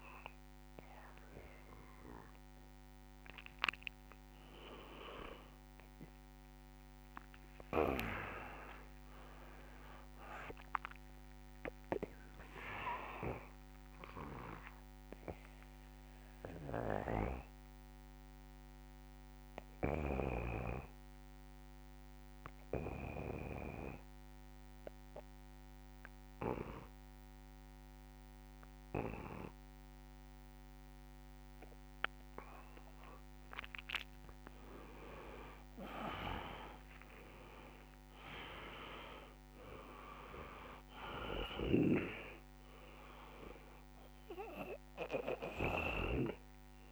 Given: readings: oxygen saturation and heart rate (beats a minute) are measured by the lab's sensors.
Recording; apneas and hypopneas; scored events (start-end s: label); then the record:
breathing in sleep by a microphone on the trachea; 1
6.00-8.00 s: long interval between heartbeats (device-marked, heart rate 57 before, 72 extreme)
8.00-11.50 s: arousal
13.50-15.50 s: long interval between heartbeats (device-marked)
13.50-21.50 s: oxygen desaturation (device-marked, oxygen 99% before, 95% lowest)
15.50-32.00 s: obstructive apnea (oxygen 99% before, 90% lowest)
19.50-23.00 s: snoring (device-marked)
27.00-29.00 s: long interval between heartbeats (device-marked)
33.50-35.50 s: long interval between heartbeats (device-marked)
33.50-36.50 s: arousal
33.50-46.92 s: oxygen desaturation (device-marked, oxygen 97% before, 92% lowest)
41.00-45.50 s: snoring (device-marked)
From the record:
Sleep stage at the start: N2 (light sleep); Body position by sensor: on the back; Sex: male